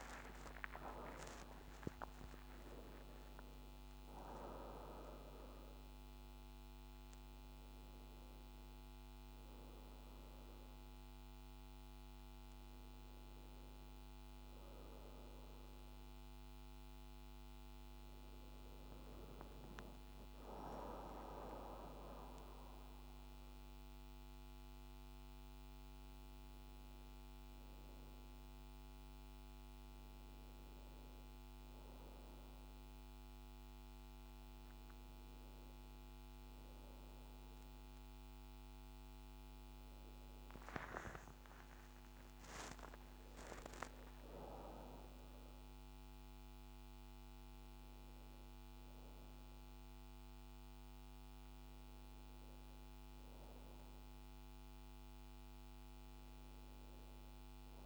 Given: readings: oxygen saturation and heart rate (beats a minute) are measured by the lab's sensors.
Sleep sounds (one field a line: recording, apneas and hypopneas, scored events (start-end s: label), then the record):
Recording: a person awake in a sleep study, by a microphone on the trachea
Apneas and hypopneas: none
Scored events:
none scored
From the record:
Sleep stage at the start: awake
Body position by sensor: on the right side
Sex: female